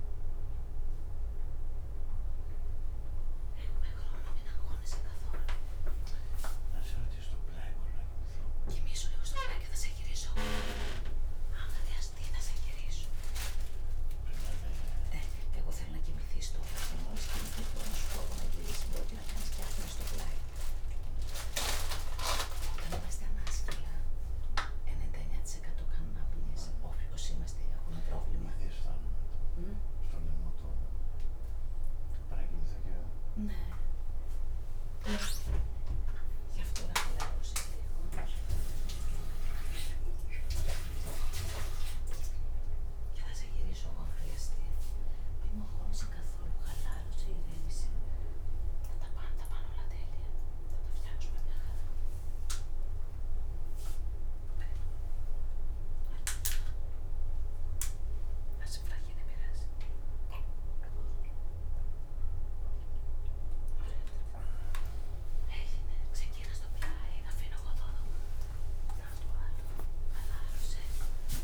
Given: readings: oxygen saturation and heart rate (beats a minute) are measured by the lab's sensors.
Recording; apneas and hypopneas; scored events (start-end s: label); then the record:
breathing in sleep by a room microphone; none
17.00-27.00 s: snoring (device-marked)
29.00-33.00 s: snoring (device-marked)
From the record:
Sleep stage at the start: N3 (deep sleep); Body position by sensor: upright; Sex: male